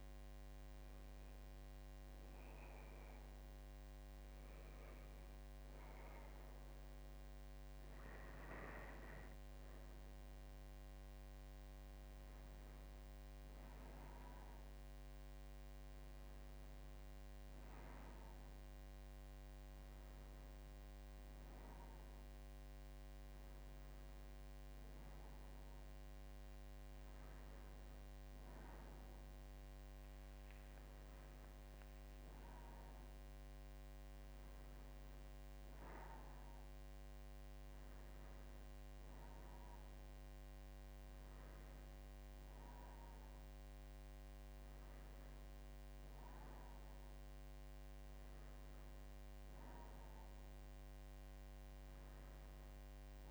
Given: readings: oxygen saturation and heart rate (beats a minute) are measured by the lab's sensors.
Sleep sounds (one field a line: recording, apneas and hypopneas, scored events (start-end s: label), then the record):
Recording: breathing in sleep, hard to hear, by a microphone on the trachea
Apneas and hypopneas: none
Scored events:
none scored
From the record:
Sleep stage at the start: N1 (lightest sleep)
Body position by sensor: on the back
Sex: female